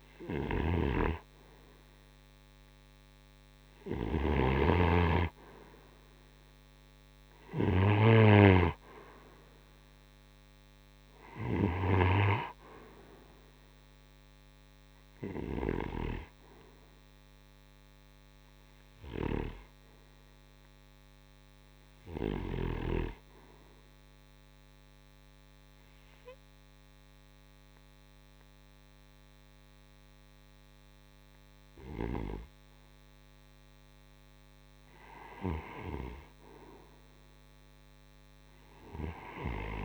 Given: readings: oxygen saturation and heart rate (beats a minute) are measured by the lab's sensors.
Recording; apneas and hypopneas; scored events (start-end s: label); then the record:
breathing in sleep by a microphone on the trachea; 1
0.00-7.00 s: snoring (device-marked)
5.00-9.00 s: arousal
22.50-34.50 s: obstructive apnea (oxygen 90% before, 81% lowest)
37.00-39.85 s: arousal
From the record:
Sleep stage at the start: REM sleep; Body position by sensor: on the right side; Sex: male